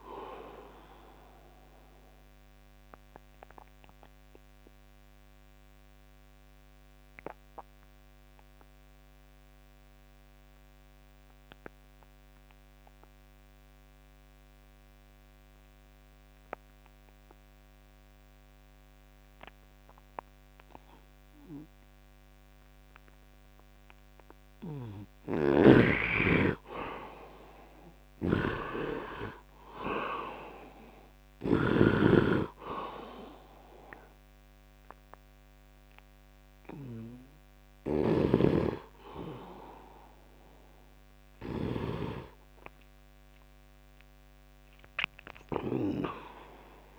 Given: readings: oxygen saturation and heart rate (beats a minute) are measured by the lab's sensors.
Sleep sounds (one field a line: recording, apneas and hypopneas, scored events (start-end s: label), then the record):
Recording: breathing in sleep by a microphone on the trachea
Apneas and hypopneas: 1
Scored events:
0.00-13.00 s: oxygen desaturation (device-marked, oxygen 76% lowest, heart rate 71 extreme)
1.00-25.50 s: obstructive apnea (oxygen 100% before, 76% lowest, heart rate 81 before, 71 extreme, up 10 after)
21.00-46.99 s: oxygen desaturation (device-marked, oxygen 100% before, 80% lowest, heart rate 73 before, 73 extreme)
28.00-32.00 s: snoring (device-marked)
30.00-34.50 s: arousal
38.00-46.00 s: snoring (device-marked)
From the record:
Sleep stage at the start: N2 (light sleep)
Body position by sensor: on the right side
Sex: male